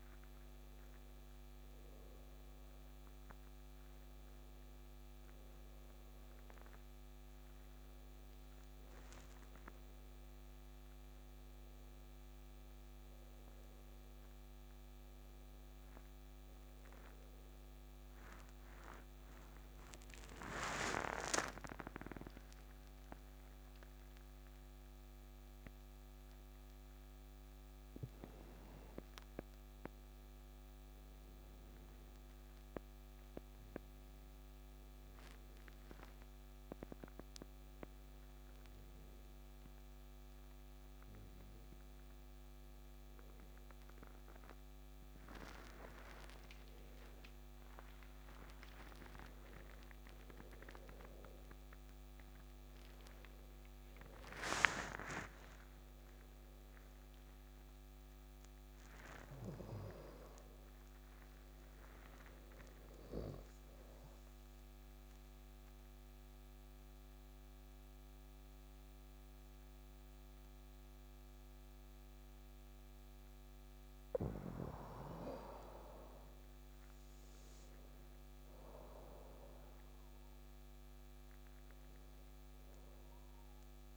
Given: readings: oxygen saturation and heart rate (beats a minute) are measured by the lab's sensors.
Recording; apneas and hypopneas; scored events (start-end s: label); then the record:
a person awake in a sleep study, by a microphone on the trachea; 1
42.50-83.97 s: new sleep stage, N2 (light sleep)
64.50-76.00 s: central apnea (oxygen 98% before, 96% lowest, heart rate 74 before, 66 extreme, up 6 after)
78.00-81.50 s: arousal
From the record:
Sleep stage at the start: awake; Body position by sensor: on the back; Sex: male